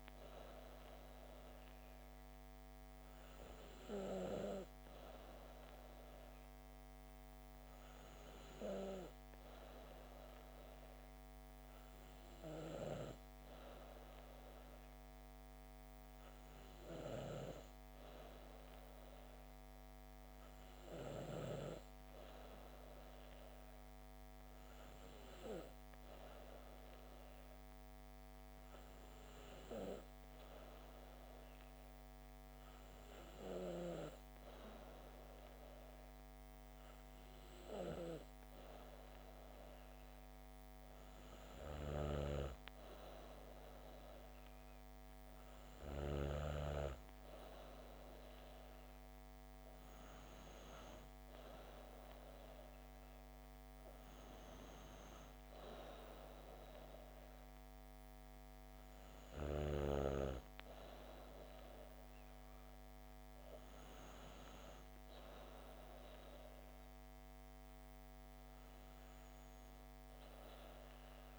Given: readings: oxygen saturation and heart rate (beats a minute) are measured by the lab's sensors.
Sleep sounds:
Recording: breathing in sleep by a microphone on the trachea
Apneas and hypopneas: none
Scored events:
none scored
From the record:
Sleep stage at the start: N2 (light sleep)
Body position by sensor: on the back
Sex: female

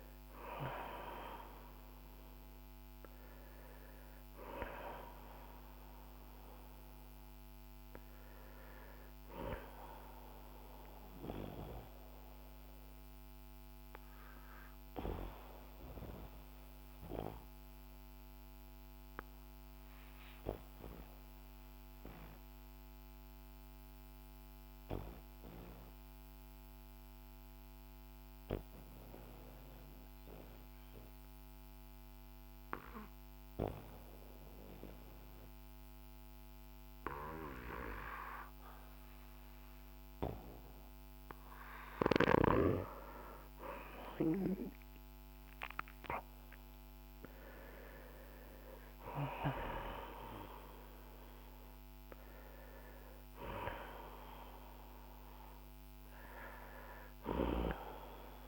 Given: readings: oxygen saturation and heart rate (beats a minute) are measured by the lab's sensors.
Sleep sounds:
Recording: breathing in sleep by a microphone on the trachea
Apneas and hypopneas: 1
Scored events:
0.00-31.50 s: oxygen desaturation (device-marked, oxygen 89% lowest, heart rate 47 extreme)
10.00-41.50 s: obstructive apnea (oxygen 97% before, 89% lowest, heart rate 55 before, 47 extreme, up 8 after)
43.00-47.50 s: arousal
44.50-58.48 s: oxygen desaturation (device-marked, oxygen 97% before, 90% lowest, heart rate 53 before, 48 extreme)
From the record:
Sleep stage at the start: N2 (light sleep)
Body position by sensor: on the back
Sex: male

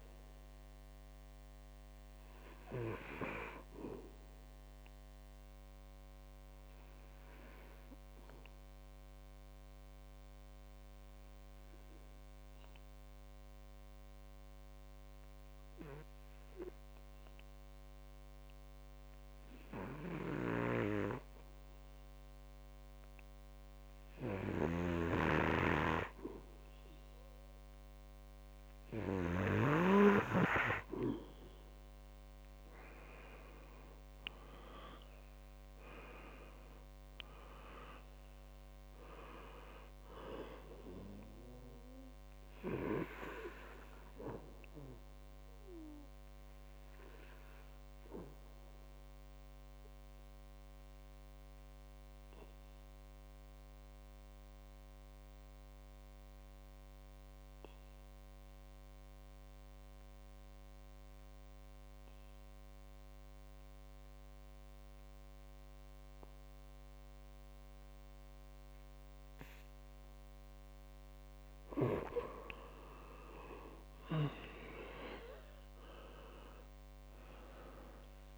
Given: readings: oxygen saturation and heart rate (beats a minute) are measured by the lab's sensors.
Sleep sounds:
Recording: breathing in sleep by a microphone on the trachea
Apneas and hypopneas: 2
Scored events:
0.00-18.00 s: oxygen desaturation (device-marked, oxygen 91% lowest, heart rate 59 extreme)
4.50-25.50 s: obstructive apnea (oxygen 98% before, 89% lowest, heart rate 65 before, 61 extreme, up 3 after)
32.50-37.50 s: arousal
33.00-63.00 s: oxygen desaturation (device-marked, oxygen 98% before, 89% lowest, heart rate 64 before, 61 extreme)
47.00-71.00 s: obstructive apnea (oxygen 98% before, 86% lowest, heart rate 66 before, 59 extreme, up 8 after)
73.50-77.00 s: arousal
75.00-78.38 s: oxygen desaturation (device-marked, oxygen 98% before, 86% lowest, heart rate 63 before, 59 extreme)
From the record:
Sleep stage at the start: N2 (light sleep)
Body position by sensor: on the back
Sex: male

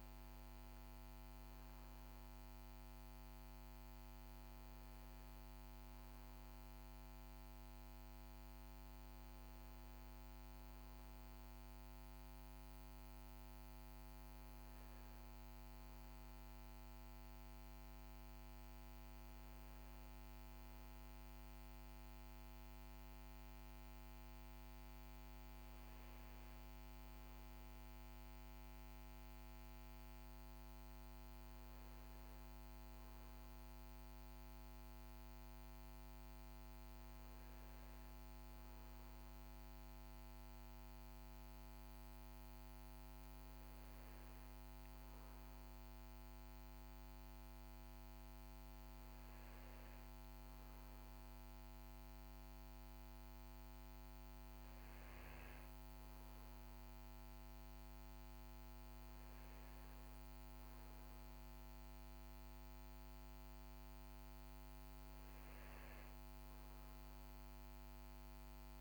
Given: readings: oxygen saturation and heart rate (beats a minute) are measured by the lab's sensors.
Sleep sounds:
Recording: breathing in sleep, hard to hear, by a microphone on the trachea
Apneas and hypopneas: none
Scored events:
none scored
From the record:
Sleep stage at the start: REM sleep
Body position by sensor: on the back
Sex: male

